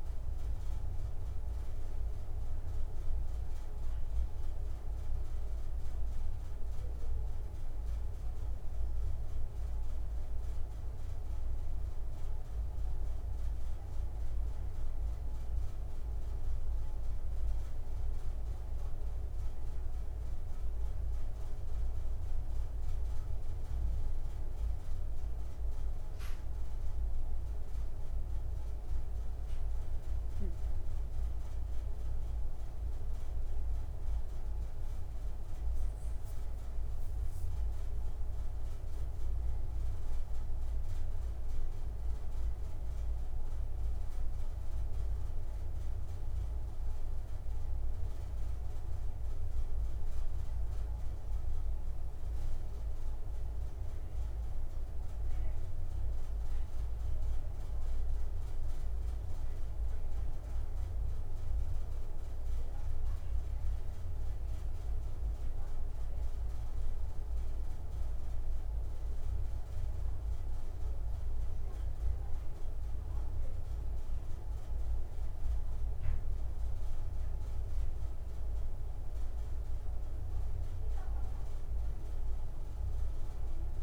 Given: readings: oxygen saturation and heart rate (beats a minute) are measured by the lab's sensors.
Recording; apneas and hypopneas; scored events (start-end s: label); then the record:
a person awake in a sleep study, hard to hear, by a room microphone; none
none scored
From the record:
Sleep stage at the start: awake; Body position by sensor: on the back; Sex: male